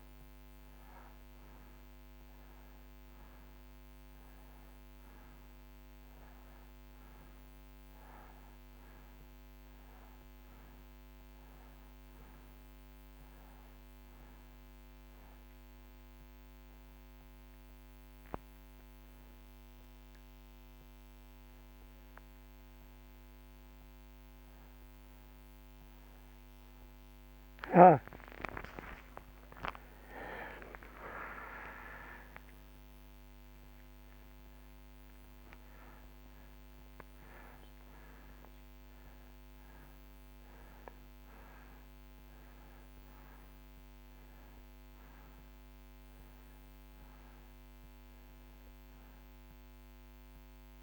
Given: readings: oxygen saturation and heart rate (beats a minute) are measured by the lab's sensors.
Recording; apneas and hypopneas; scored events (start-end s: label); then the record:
a person awake in a sleep study, by a microphone on the trachea; none
10.50-40.50 s: new sleep stage, awake
40.50-50.83 s: new sleep stage, N1 (lightest sleep)
From the record:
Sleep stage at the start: N1 (lightest sleep); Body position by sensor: on the right side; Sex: male